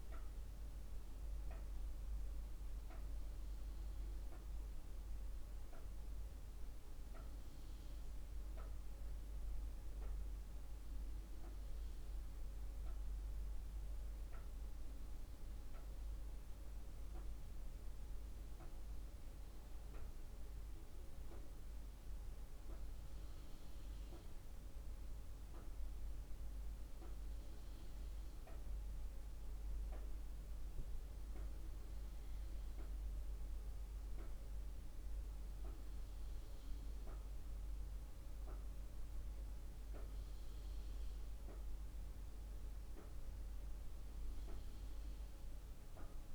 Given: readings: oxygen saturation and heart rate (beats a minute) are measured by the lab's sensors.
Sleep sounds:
breathing in sleep, hard to hear, by a room microphone; none
none scored
From the record:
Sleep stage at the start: N2 (light sleep); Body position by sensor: on the right side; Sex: female

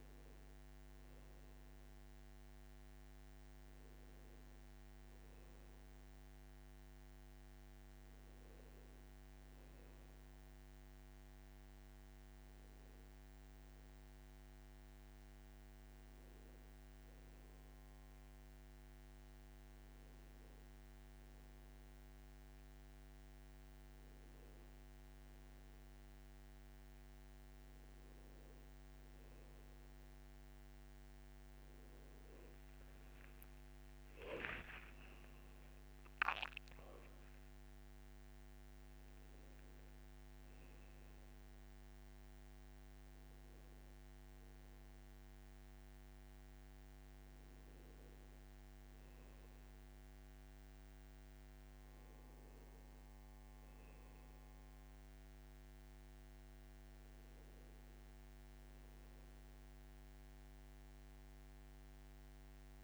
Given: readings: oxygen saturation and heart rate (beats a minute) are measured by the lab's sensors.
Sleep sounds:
breathing in sleep, hard to hear, by a microphone on the trachea; none
34.00-38.00 s: arousal
34.50-36.50 s: long interval between heartbeats (device-marked, heart rate 56 before, 87 extreme)
From the record:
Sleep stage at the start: N1 (lightest sleep); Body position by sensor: on the back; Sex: male

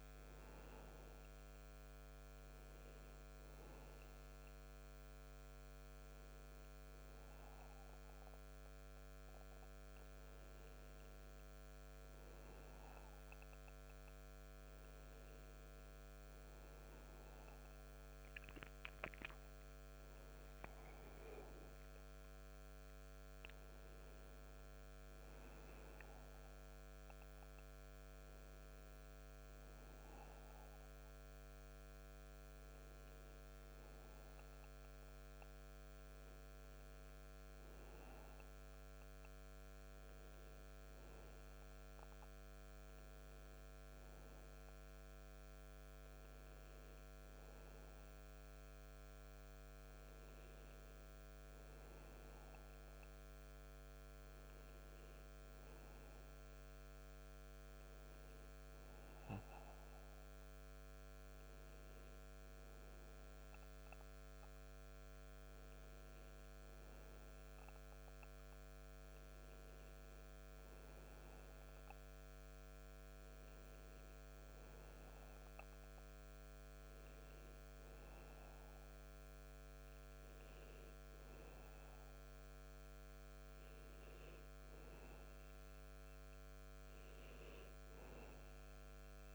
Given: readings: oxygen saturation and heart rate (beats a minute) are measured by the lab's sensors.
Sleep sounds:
breathing in sleep, hard to hear, by a microphone on the trachea; none
8.00-27.00 s: oxygen desaturation (device-marked, oxygen 95% before, 92% lowest)
From the record:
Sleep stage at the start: N2 (light sleep); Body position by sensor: on the back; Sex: male

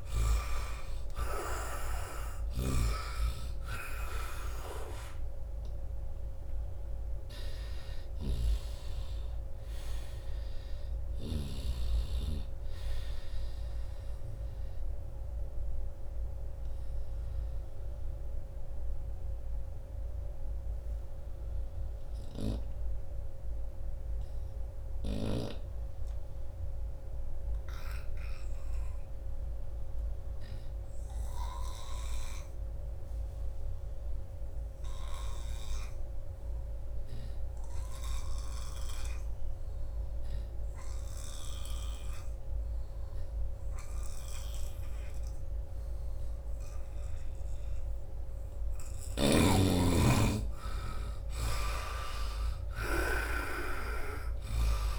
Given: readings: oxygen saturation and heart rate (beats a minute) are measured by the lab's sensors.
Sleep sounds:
breathing in sleep by a room microphone; 1
0.00-11.50 s: snoring (device-marked)
0.00-21.00 s: oxygen desaturation (device-marked, oxygen 77% lowest, heart rate 76 extreme)
15.00-48.00 s: obstructive apnea (oxygen 96% before, 77% lowest, heart rate 88 before, 72 extreme, up 9 after)
38.00-54.99 s: oxygen desaturation (device-marked, oxygen 97% before, 77% lowest, heart rate 85 before, 67 extreme)
49.00-52.50 s: arousal
51.00-54.50 s: snoring (device-marked)
From the record:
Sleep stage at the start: N2 (light sleep); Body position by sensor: on the right side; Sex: male

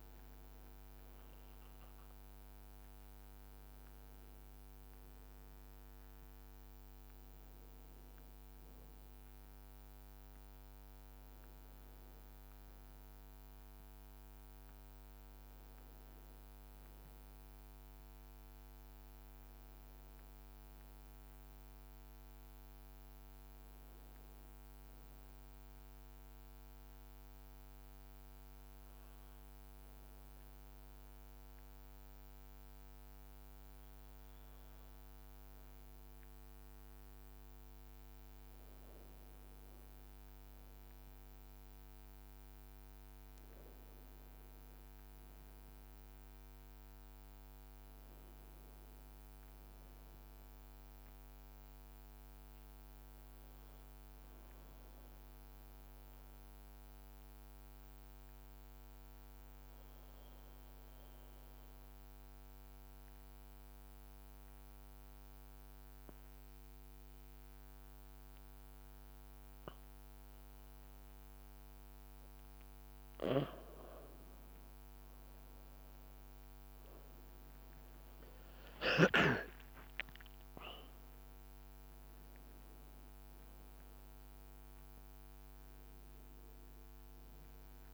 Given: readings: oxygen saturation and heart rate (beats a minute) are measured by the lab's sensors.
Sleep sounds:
breathing in sleep, hard to hear, by a microphone on the trachea; 2
16.50-20.00 s: arousal
18.50-30.50 s: oxygen desaturation (device-marked, oxygen 95% before, 92% lowest, heart rate 57 before, 51 extreme)
23.00-31.00 s: leg movement (device-marked)
25.00-38.00 s: obstructive apnea (oxygen 95% before, 93% lowest, heart rate 56 before, 51 extreme, up 0 after)
40.00-44.00 s: arousal
49.50-69.50 s: oxygen desaturation (device-marked, oxygen 98% before, 94% lowest, heart rate 52 before, 51 extreme)
55.50-72.50 s: obstructive apnea (oxygen 98% before, 93% lowest, heart rate 52 before, 51 extreme, up 3 after)
73.50-87.94 s: new sleep stage, N1 (lightest sleep)
74.00-78.50 s: arousal
78.00-82.00 s: leg movement (device-marked)
From the record:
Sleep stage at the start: N2 (light sleep); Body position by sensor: on the back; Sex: male

